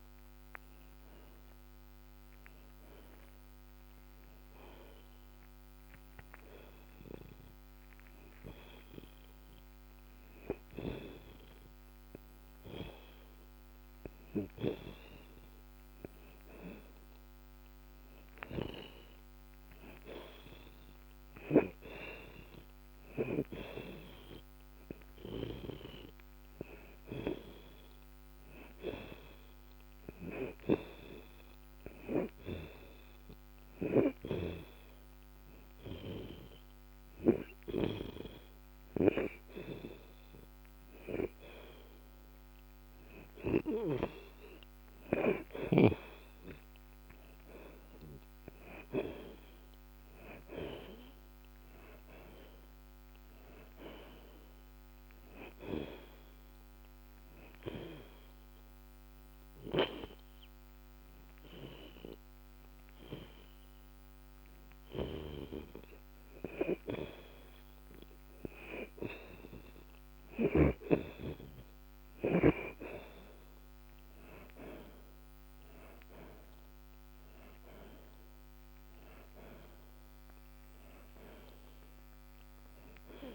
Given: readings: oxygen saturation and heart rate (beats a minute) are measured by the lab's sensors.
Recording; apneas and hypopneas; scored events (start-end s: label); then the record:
breathing in sleep by a microphone on the trachea; 3
1.00-14.00 s: oxygen desaturation (device-marked, oxygen 91% before, 80% lowest)
4.00-16.50 s: hypopnea (oxygen 91% before, 75% lowest)
18.00-21.00 s: arousal
20.00-40.00 s: oxygen desaturation (device-marked, oxygen 84% before, 75% lowest)
34.00-44.50 s: hypopnea (oxygen 84% before, 74% lowest)
46.00-49.00 s: arousal
53.00-63.00 s: oxygen desaturation (device-marked, oxygen 78% before, 75% lowest)
57.50-71.50 s: hypopnea (oxygen 80% before, 74% lowest)
74.00-77.50 s: arousal
77.00-83.35 s: oxygen desaturation (device-marked, oxygen 83% before, 74% lowest)
From the record:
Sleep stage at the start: N2 (light sleep); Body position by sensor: on the back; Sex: male